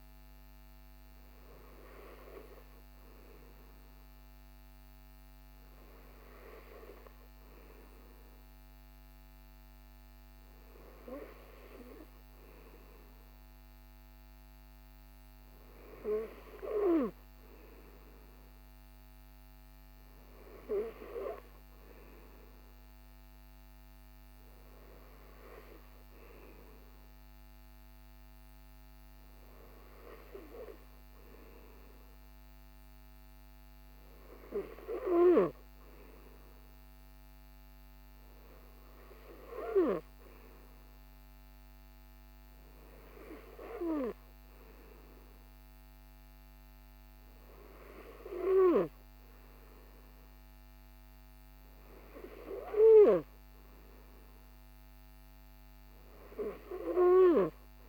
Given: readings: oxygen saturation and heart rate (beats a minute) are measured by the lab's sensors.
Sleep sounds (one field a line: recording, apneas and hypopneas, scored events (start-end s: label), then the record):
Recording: breathing in sleep by a microphone on the trachea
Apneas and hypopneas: none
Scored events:
none scored
From the record:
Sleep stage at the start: N3 (deep sleep)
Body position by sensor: on the right side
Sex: male